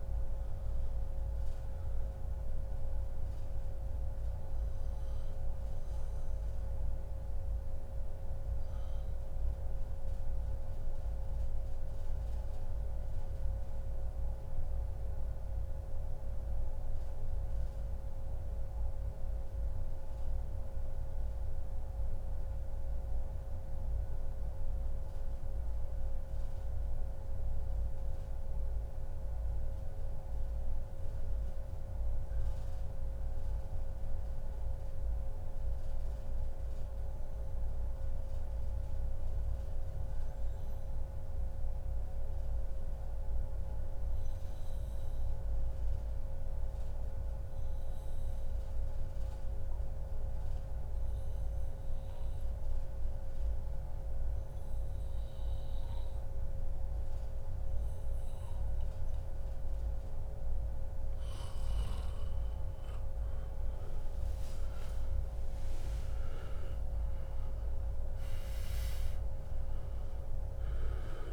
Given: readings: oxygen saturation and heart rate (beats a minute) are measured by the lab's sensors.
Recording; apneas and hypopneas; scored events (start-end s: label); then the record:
breathing in sleep, hard to hear, by a room microphone; 1
6.00-60.50 s: mixed apnea (oxygen 96% before, 92% lowest, heart rate 140 before, 105 extreme, up 37 after)
45.00-67.00 s: oxygen desaturation (device-marked, oxygen 98% before, 93% lowest, heart rate 146 before, 105 extreme)
54.50-56.50 s: long interval between heartbeats (device-marked, heart rate 144 before, 134 extreme)
57.50-59.50 s: long interval between heartbeats (device-marked, heart rate 143 before, 114 extreme)
62.50-65.50 s: arousal
From the record:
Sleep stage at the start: REM sleep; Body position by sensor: on the back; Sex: male